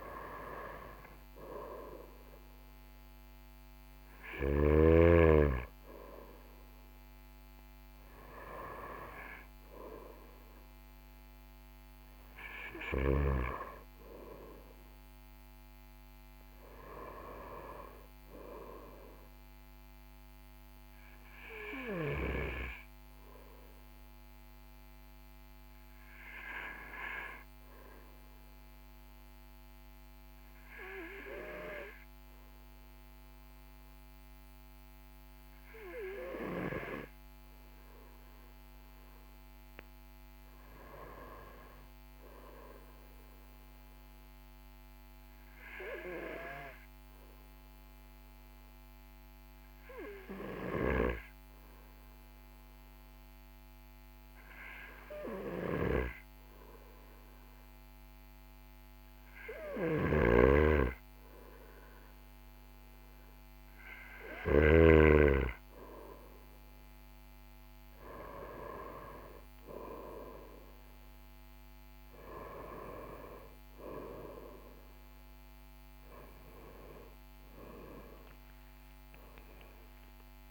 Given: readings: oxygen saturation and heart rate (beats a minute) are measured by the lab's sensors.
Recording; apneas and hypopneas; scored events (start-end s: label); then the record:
breathing in sleep by a microphone on the trachea; 1
43.00-58.50 s: hypopnea (oxygen 98% before, 94% lowest, heart rate 41 before, 40 extreme, up 1 after)
59.50-64.00 s: snoring (device-marked)
75.00-80.50 s: new sleep stage, awake
From the record:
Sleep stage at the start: N2 (light sleep); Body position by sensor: on the right side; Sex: male